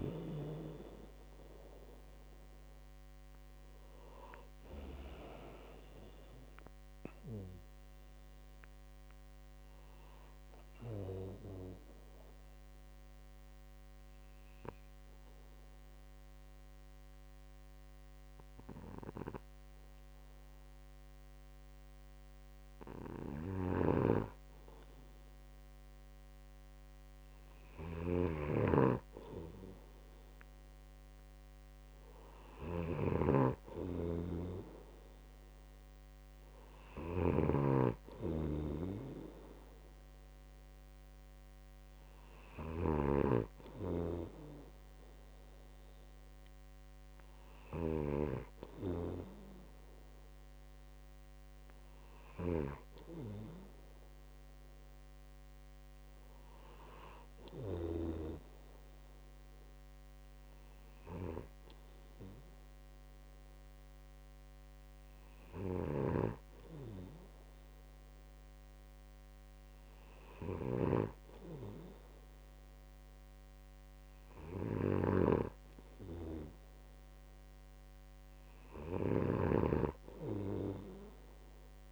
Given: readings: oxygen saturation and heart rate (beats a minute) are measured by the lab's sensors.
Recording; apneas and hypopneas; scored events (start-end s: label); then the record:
breathing in sleep by a microphone on the trachea; 1
12.50-25.00 s: obstructive apnea (oxygen 96% before, 94% lowest, heart rate 65 before, 62 extreme, up 0 after)
24.00-58.50 s: snoring (device-marked)
27.00-30.00 s: arousal
66.50-81.92 s: snoring (device-marked)
From the record:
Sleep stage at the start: N2 (light sleep); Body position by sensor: on the right side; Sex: male